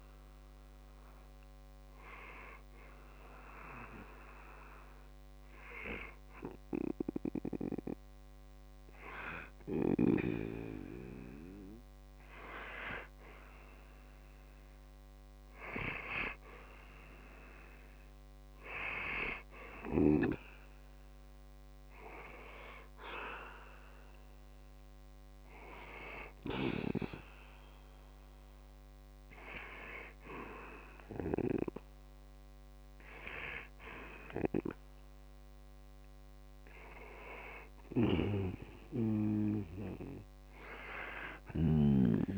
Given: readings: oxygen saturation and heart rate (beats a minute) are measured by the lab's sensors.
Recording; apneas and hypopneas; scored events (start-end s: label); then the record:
breathing in sleep by a microphone on the trachea; 1
2.50-12.50 s: hypopnea (oxygen 93% before, 91% lowest, heart rate 63 before, 53 extreme, up 8 after)
17.50-20.50 s: arousal
37.00-42.38 s: snoring (device-marked)
From the record:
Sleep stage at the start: N2 (light sleep); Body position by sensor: on the back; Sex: male